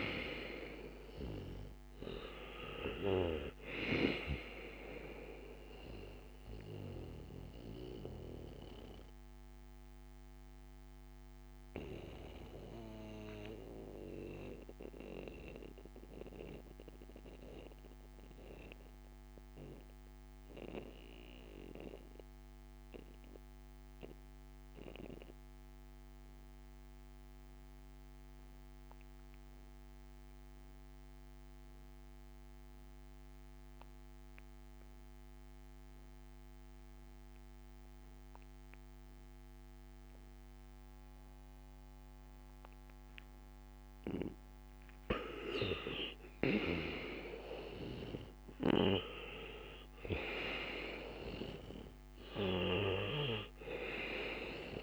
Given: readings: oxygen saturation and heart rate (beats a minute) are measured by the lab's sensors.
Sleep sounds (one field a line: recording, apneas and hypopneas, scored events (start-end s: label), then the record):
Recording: breathing in sleep by a microphone on the trachea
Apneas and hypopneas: 1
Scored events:
0.00-32.00 s: oxygen desaturation (device-marked, oxygen 85% lowest, heart rate 55 extreme)
7.00-43.50 s: mixed apnea (oxygen 97% before, 85% lowest, heart rate 64 before, 55 extreme, up 6 after)
43.00-54.82 s: oxygen desaturation (device-marked, oxygen 98% before, 85% lowest, heart rate 59 before, 56 extreme)
45.00-49.00 s: arousal
From the record:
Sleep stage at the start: N2 (light sleep)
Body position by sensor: on the back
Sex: male